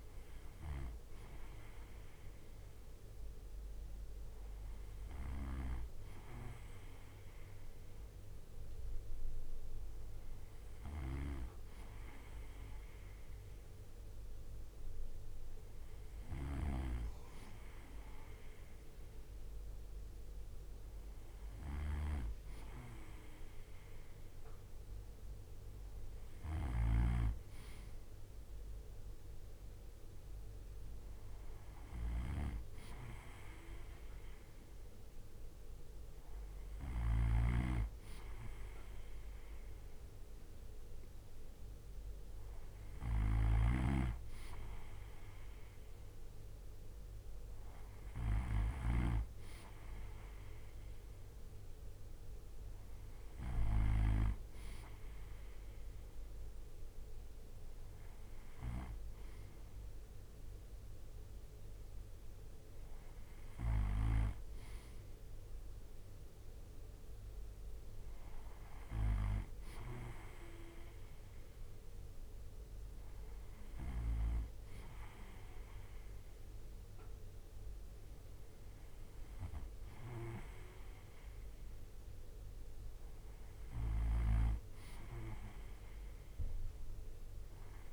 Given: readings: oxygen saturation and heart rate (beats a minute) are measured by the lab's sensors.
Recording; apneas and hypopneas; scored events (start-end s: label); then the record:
breathing in sleep by a room microphone; none
0.00-36.50 s: snoring (device-marked)
42.50-48.00 s: snoring (device-marked)
83.50-87.93 s: snoring (device-marked)
From the record:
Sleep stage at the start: N2 (light sleep); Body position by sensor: on the right side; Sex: male